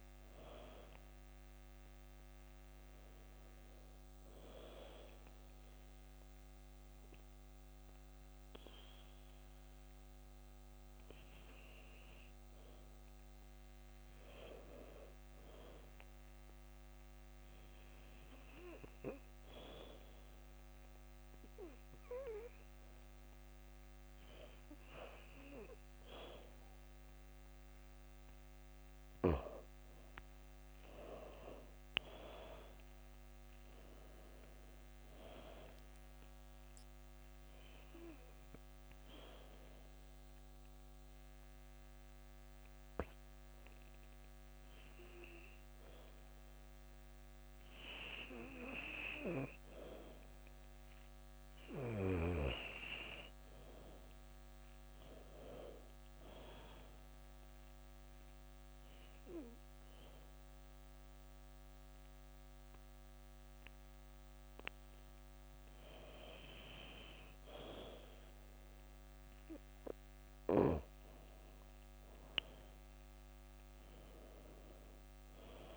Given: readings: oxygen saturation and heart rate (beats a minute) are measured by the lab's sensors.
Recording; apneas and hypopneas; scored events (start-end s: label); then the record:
breathing in sleep by a microphone on the trachea; 4
2.50-10.50 s: oxygen desaturation (device-marked, oxygen 95% before, 90% lowest, heart rate 78 before, 79 extreme)
3.00-13.00 s: obstructive apnea (oxygen 96% before, 90% lowest, heart rate 78 before, 79 extreme, up 2 after)
14.50-16.50 s: arousal
17.50-28.50 s: obstructive apnea (oxygen 95% before, 90% lowest, heart rate 78 before, 78 extreme, up 2 after)
29.50-33.00 s: arousal
35.50-50.50 s: oxygen desaturation (device-marked, oxygen 93% before, 90% lowest, heart rate 79 before, 78 extreme)
36.50-48.00 s: obstructive apnea (oxygen 95% before, 89% lowest, heart rate 79 before, 78 extreme, up 0 after)
50.50-53.50 s: arousal
55.00-67.00 s: obstructive apnea (oxygen 96% before, 85% lowest, heart rate 80 before, 78 extreme, up 0 after)
60.50-70.50 s: oxygen desaturation (device-marked, oxygen 96% before, 91% lowest, heart rate 80 before, 78 extreme)
70.00-73.50 s: arousal
From the record:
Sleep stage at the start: N2 (light sleep); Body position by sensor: on the back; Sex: female